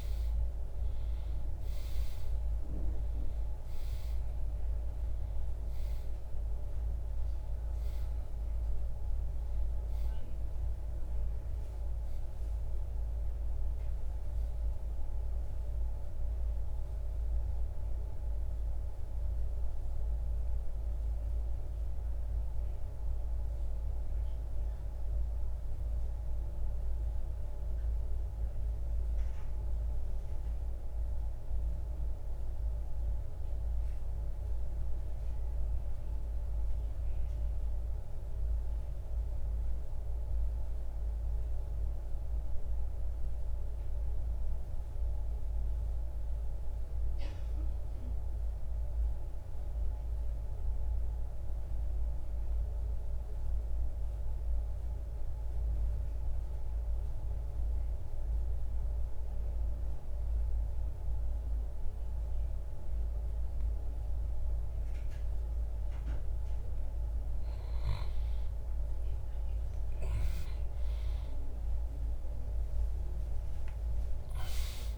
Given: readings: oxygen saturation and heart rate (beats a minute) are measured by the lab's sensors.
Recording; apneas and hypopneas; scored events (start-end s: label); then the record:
breathing in sleep, hard to hear, by a room microphone; 1
0.00-12.50 s: oxygen desaturation (device-marked, oxygen 90% lowest, heart rate 67 extreme)
19.50-36.50 s: oxygen desaturation (device-marked, oxygen 91% before, 81% lowest, heart rate 76 before, 64 extreme)
37.00-65.50 s: mixed apnea (oxygen 96% before, 84% lowest, heart rate 73 before, 60 extreme, up 7 after)
57.50-74.98 s: oxygen desaturation (device-marked, oxygen 98% before, 94% lowest, heart rate 68 before, 60 extreme)
68.50-73.50 s: arousal
From the record:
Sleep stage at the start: REM sleep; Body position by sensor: on the back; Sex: male